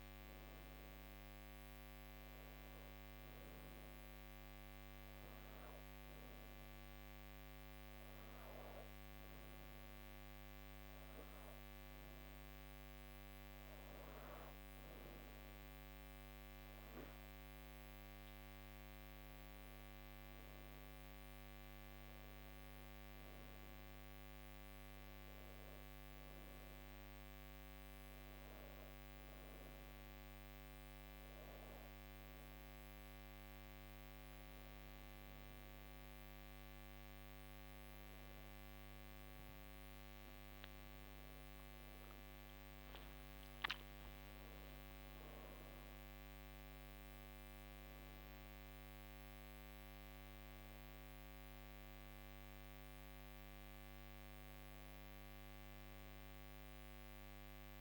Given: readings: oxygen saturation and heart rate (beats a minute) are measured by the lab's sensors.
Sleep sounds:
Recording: breathing in sleep, hard to hear, by a microphone on the trachea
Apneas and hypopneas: none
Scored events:
39.50-43.50 s: arousal
From the record:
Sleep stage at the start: N2 (light sleep)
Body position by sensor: on the back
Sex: female

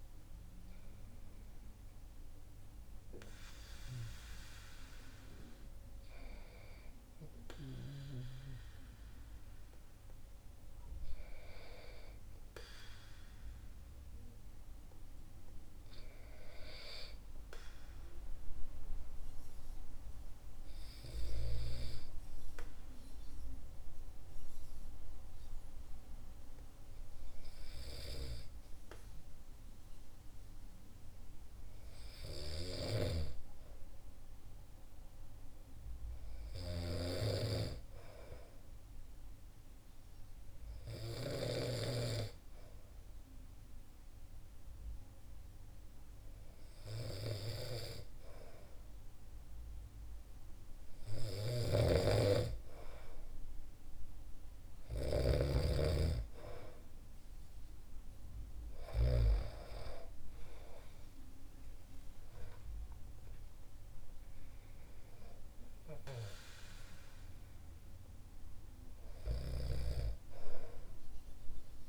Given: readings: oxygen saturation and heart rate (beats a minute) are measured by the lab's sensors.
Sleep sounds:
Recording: breathing in sleep by a room microphone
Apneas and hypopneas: 1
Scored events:
20.00-47.00 s: hypopnea (oxygen 98% before, 95% lowest, heart rate 67 before, 62 extreme, up 6 after)
51.50-55.50 s: snoring (device-marked)
60.50-64.50 s: arousal
From the record:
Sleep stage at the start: N2 (light sleep)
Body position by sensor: on the back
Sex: male

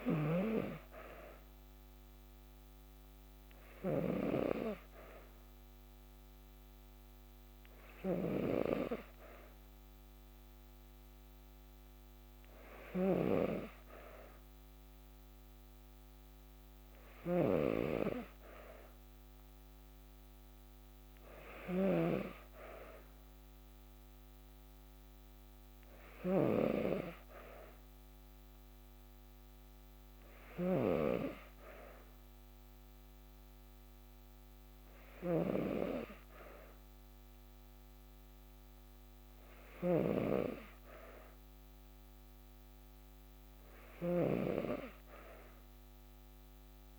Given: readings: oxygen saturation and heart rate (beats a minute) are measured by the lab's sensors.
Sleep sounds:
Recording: breathing in sleep by a microphone on the trachea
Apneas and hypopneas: none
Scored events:
0.00-44.00 s: snoring (device-marked)
From the record:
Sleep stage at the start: N2 (light sleep)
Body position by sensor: on the back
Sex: female

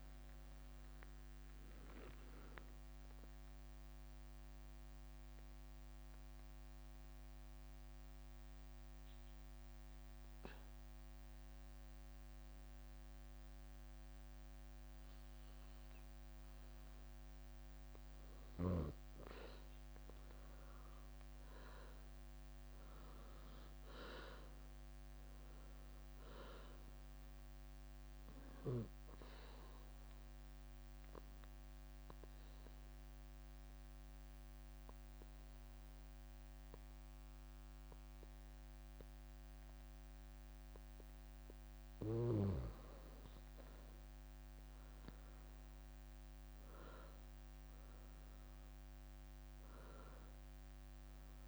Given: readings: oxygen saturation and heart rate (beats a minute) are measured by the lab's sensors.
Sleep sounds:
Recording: breathing in sleep by a microphone on the trachea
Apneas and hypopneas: 2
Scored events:
5.50-16.50 s: mixed apnea (oxygen 95% before, 92% lowest, heart rate 104 before, 63 extreme, up 7 after)
19.50-24.50 s: arousal
24.00-32.00 s: leg movement (device-marked)
25.50-39.50 s: oxygen desaturation (device-marked, oxygen 99% before, 95% lowest, heart rate 68 before, 63 extreme)
29.50-40.50 s: obstructive apnea (oxygen 99% before, 92% lowest, heart rate 67 before, 63 extreme, up 9 after)
42.00-51.48 s: leg movement (device-marked)
43.00-47.50 s: arousal
47.50-51.48 s: oxygen desaturation (device-marked, oxygen 98% before, 92% lowest, heart rate 65 before, 64 extreme)
From the record:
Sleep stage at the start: N1 (lightest sleep)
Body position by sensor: on the back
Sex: female

